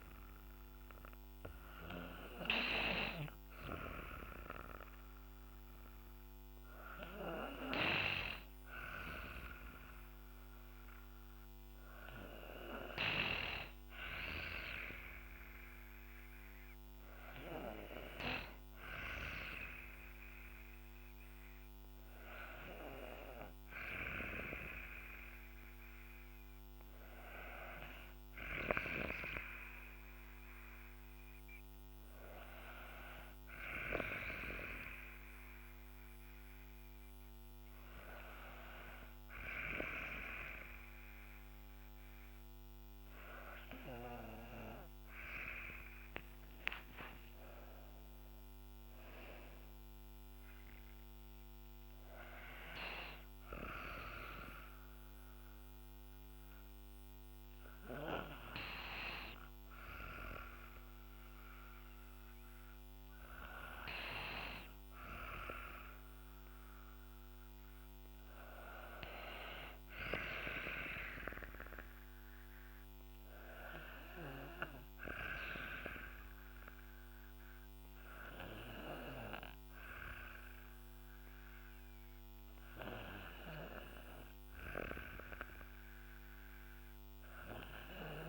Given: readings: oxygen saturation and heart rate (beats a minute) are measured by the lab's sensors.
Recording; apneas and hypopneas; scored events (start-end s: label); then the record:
breathing in sleep by a microphone on the trachea; none
9.00-27.00 s: oxygen desaturation (device-marked, oxygen 97% before, 94% lowest, heart rate 62 before, 61 extreme)
From the record:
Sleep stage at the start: N2 (light sleep); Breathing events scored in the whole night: 168 in 4.4 hours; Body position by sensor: on the back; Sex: female